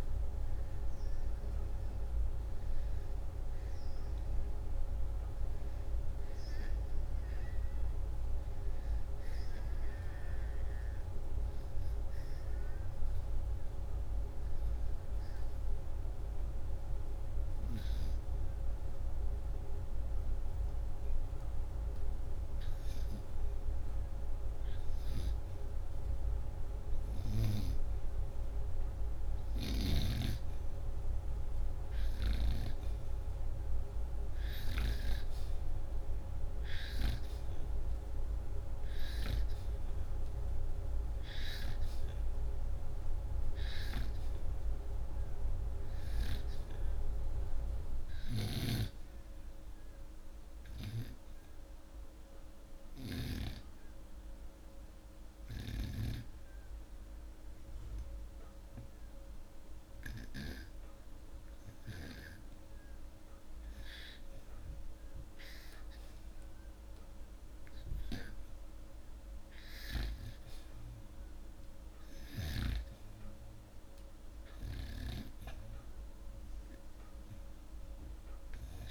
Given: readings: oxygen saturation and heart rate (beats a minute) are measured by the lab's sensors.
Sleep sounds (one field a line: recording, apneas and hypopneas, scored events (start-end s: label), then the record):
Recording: breathing in sleep by a room microphone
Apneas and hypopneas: 2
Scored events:
13.00-24.00 s: hypopnea (oxygen 97% before, 93% lowest, heart rate 85 before, 74 extreme, up 3 after)
27.00-30.50 s: arousal
38.50-56.50 s: oxygen desaturation (device-marked, oxygen 98% before, 94% lowest, heart rate 75 before, 75 extreme)
51.00-64.00 s: hypopnea (oxygen 98% before, 92% lowest, heart rate 76 before, 76 extreme, up 2 after)
66.50-69.50 s: arousal
76.50-78.91 s: oxygen desaturation (device-marked, oxygen 96% before, 92% lowest, heart rate 78 before, 78 extreme)
From the record:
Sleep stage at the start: REM sleep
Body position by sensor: upright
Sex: male